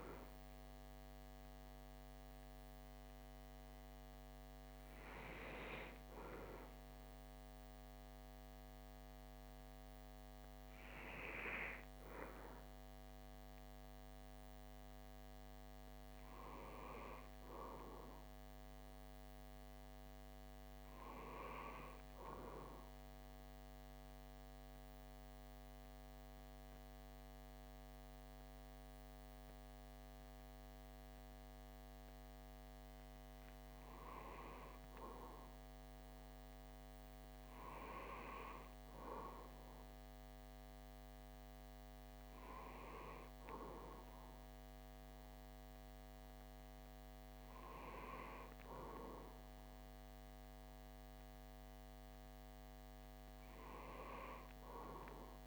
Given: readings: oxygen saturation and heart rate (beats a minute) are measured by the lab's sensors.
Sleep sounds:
breathing in sleep by a microphone on the trachea; 1
21.50-33.00 s: central apnea (oxygen 97% before, 94% lowest)
35.50-40.00 s: arousal
From the record:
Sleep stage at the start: REM sleep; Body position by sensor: on the back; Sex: male

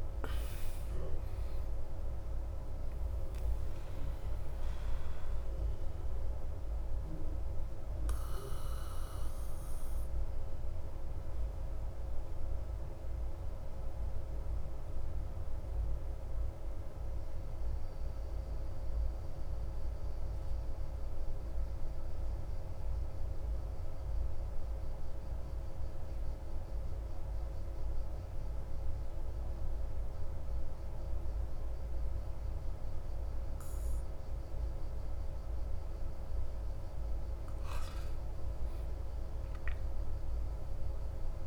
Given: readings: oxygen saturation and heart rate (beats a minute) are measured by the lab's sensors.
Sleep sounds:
breathing in sleep, hard to hear, by a room microphone; 1
0.00-1.00 s: arousal
0.00-29.00 s: oxygen desaturation (device-marked, oxygen 86% lowest, heart rate 35 extreme)
4.50-37.00 s: obstructive apnea (oxygen 94% before, 86% lowest, heart rate 39 before, 35 extreme, up 12 after)
38.50-41.47 s: arousal
From the record:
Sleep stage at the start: N2 (light sleep); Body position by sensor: on the back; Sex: male

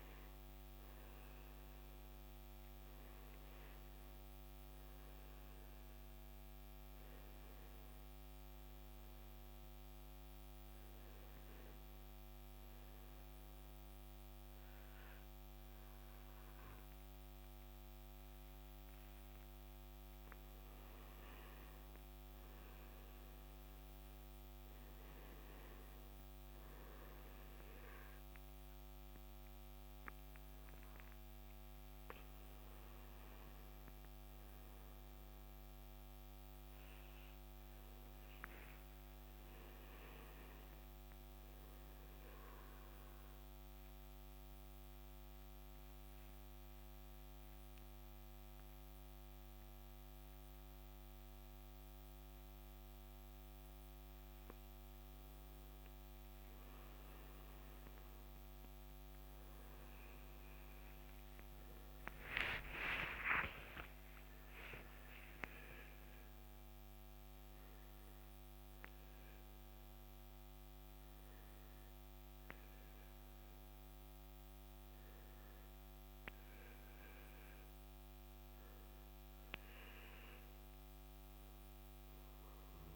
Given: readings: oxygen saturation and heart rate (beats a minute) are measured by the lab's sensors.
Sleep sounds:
breathing in sleep, hard to hear, by a microphone on the trachea; 2
10.00-21.50 s: hypopnea (oxygen 96% before, 94% lowest, heart rate 69 before, 66 extreme, up 4 after)
14.50-82.96 s: new sleep stage, N2 (light sleep)
24.50-30.00 s: arousal
43.50-56.00 s: obstructive apnea (oxygen 96% before, 94% lowest, heart rate 69 before, 64 extreme, up 4 after)
61.00-65.50 s: arousal
From the record:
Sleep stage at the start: N1 (lightest sleep); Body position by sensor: on the back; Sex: male

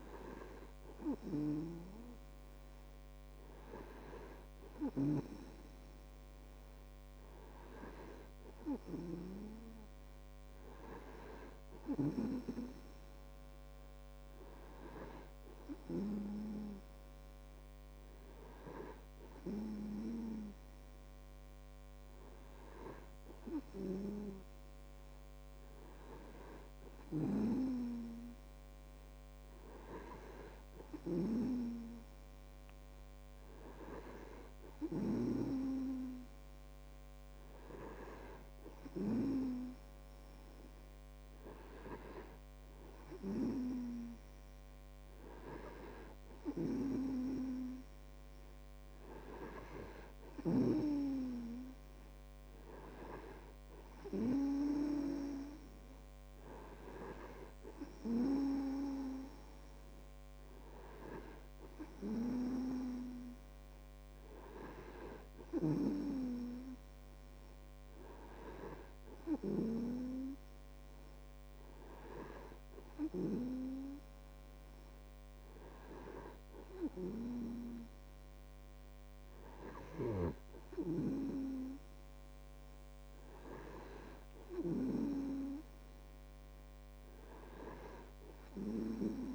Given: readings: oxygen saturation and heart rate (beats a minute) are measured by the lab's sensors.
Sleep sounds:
breathing in sleep by a microphone on the trachea; none
none scored
From the record:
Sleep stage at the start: N2 (light sleep); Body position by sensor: on the right side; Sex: male

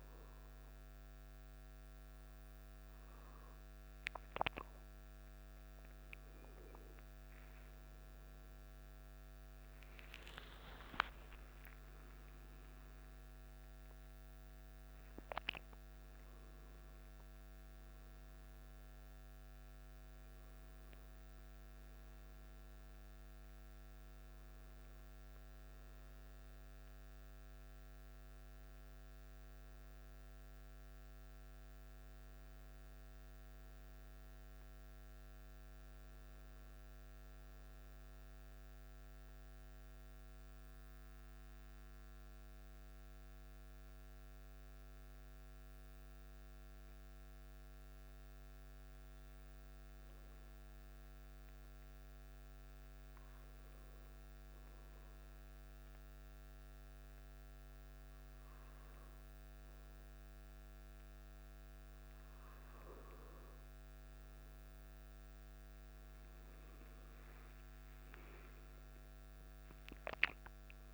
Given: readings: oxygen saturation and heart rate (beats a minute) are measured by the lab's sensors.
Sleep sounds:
breathing in sleep, hard to hear, by a microphone on the trachea; 1
8.50-12.50 s: arousal
12.50-70.94 s: new sleep stage, N1 (lightest sleep)
41.00-65.00 s: obstructive apnea (oxygen 98% before, 95% lowest, heart rate 56 before, 49 extreme, up 3 after)
67.00-70.50 s: arousal
From the record:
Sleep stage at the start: N2 (light sleep); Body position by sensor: on the back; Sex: male

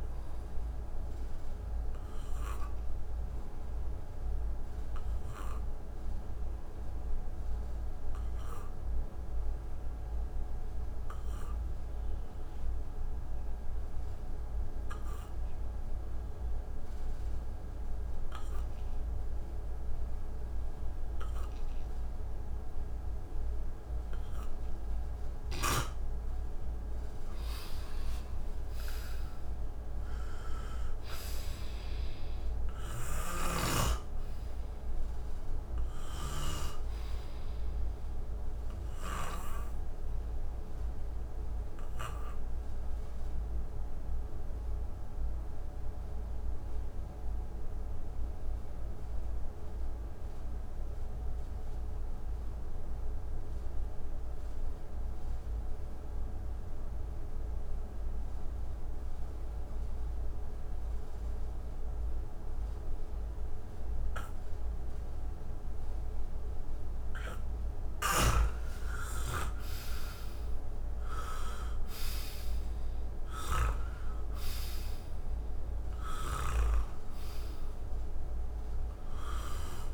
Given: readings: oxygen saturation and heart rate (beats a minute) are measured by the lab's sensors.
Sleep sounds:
breathing in sleep by a room microphone; 2
0.00-9.50 s: oxygen desaturation (device-marked, oxygen 86% lowest, heart rate 61 extreme)
0.50-25.50 s: obstructive apnea (oxygen 97% before, 84% lowest, heart rate 69 before, 57 extreme, up 5 after)
24.50-50.50 s: oxygen desaturation (device-marked, oxygen 97% before, 87% lowest, heart rate 63 before, 56 extreme)
27.00-31.50 s: arousal
38.00-66.50 s: obstructive apnea (oxygen 97% before, 84% lowest, heart rate 65 before, 56 extreme, up 11 after)
59.50-79.94 s: oxygen desaturation (device-marked, oxygen 97% before, 84% lowest, heart rate 59 before, 59 extreme)
68.00-72.50 s: arousal
68.00-76.50 s: snoring (device-marked)
From the record:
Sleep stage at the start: N2 (light sleep); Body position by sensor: on the back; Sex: male

